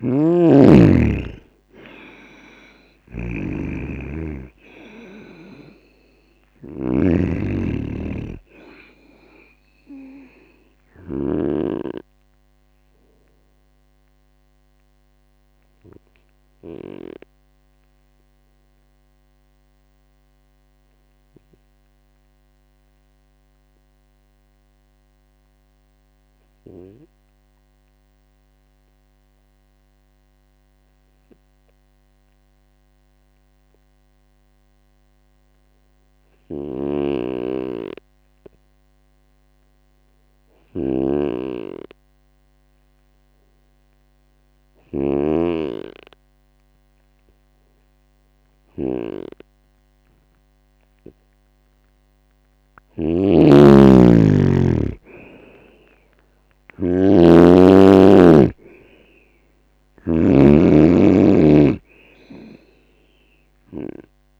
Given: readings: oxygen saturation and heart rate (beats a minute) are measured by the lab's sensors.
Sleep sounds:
breathing in sleep by a microphone on the trachea; 1
0.00-1.00 s: arousal
0.00-11.50 s: snoring (device-marked)
0.00-17.50 s: oxygen desaturation (device-marked, oxygen 94% lowest, heart rate 60 extreme)
12.00-51.50 s: obstructive apnea (oxygen 99% before, 93% lowest, heart rate 74 before, 60 extreme, up 2 after)
25.50-32.50 s: oxygen desaturation (device-marked, oxygen 96% before, 93% lowest, heart rate 70 before, 66 extreme)
36.50-64.40 s: snoring (device-marked)
54.00-57.50 s: arousal
From the record:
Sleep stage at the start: N2 (light sleep); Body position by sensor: on the right side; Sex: male

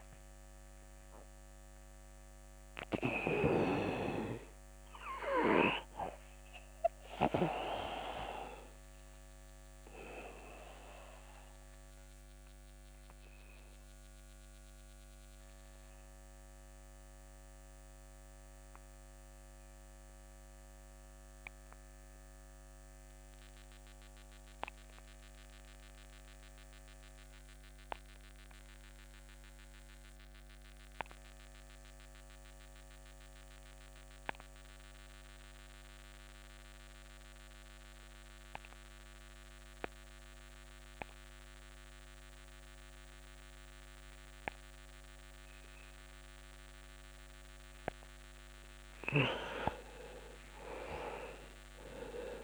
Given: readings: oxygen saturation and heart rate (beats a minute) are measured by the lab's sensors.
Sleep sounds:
breathing in sleep by a microphone on the trachea; 1
0.00-25.50 s: oxygen desaturation (device-marked, oxygen 85% lowest)
5.00-48.00 s: obstructive apnea (oxygen 99% before, 85% lowest)
40.50-52.44 s: oxygen desaturation (device-marked, oxygen 99% before, 85% lowest)
50.50-52.44 s: arousal
From the record:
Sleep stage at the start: N2 (light sleep); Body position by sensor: on the back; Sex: male

